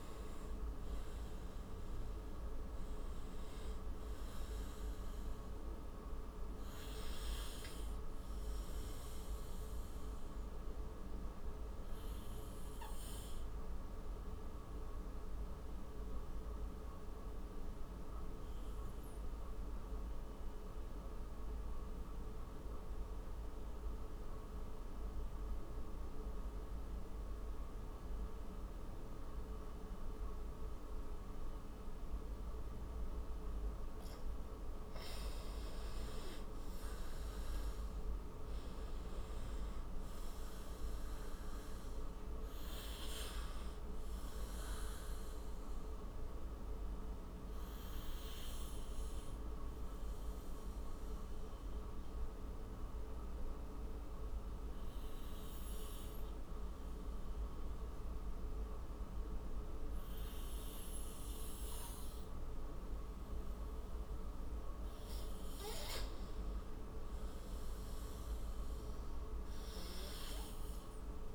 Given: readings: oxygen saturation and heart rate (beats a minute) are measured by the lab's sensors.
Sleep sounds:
breathing in sleep, hard to hear, by a room microphone; 2
0.00-2.00 s: arousal
0.00-23.00 s: oxygen desaturation (device-marked, oxygen 87% lowest, heart rate 29 extreme)
7.50-32.00 s: obstructive apnea (oxygen 98% before, 87% lowest, heart rate 59 before, 29 extreme, up 38 after)
35.00-38.00 s: arousal
35.00-59.00 s: oxygen desaturation (device-marked, oxygen 98% before, 88% lowest, heart rate 37 before, 30 extreme)
46.00-63.00 s: obstructive apnea (oxygen 99% before, 85% lowest, heart rate 55 before, 30 extreme, up 21 after)
65.00-67.50 s: arousal
From the record:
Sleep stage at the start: N2 (light sleep); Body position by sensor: on the right side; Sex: male

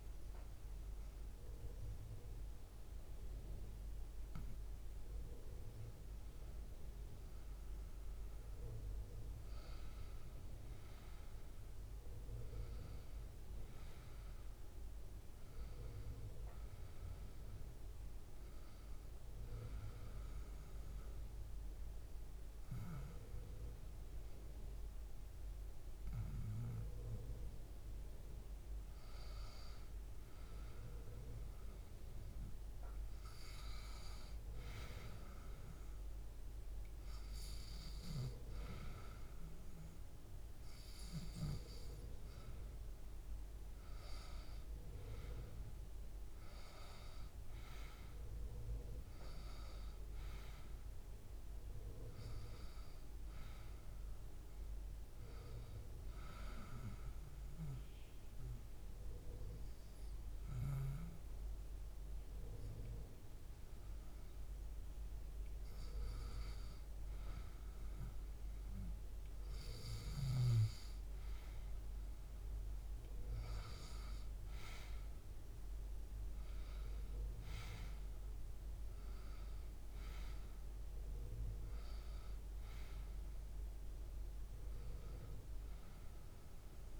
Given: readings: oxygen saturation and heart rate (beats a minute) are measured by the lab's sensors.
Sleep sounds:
breathing in sleep by a room microphone; 2
2.50-13.50 s: oxygen desaturation (device-marked, oxygen 99% before, 95% lowest, heart rate 77 before, 73 extreme)
19.00-29.00 s: obstructive apnea (oxygen 99% before, 93% lowest, heart rate 74 before, 73 extreme, up 1 after)
32.50-36.50 s: arousal
56.50-66.50 s: hypopnea (oxygen 97% before, 93% lowest, heart rate 76 before, 75 extreme, up 1 after)
From the record:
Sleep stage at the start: N1 (lightest sleep); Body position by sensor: on the back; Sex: male

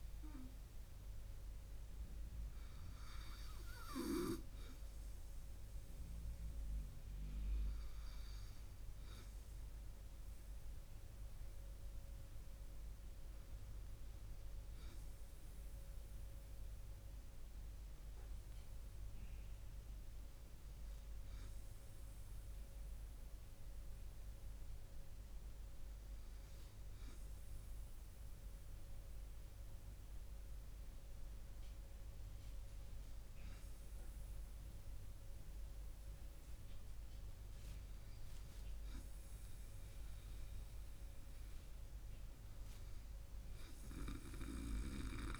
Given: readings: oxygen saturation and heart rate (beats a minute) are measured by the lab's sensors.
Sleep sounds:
breathing in sleep by a room microphone; 1
0.00-8.00 s: oxygen desaturation (device-marked, oxygen 96% lowest, heart rate 62 extreme)
11.50-41.00 s: hypopnea (oxygen 99% before, 95% lowest, heart rate 65 before, 56 extreme, up 1 after)
44.00-45.40 s: arousal
From the record:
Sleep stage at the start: N2 (light sleep); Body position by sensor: on the right side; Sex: male

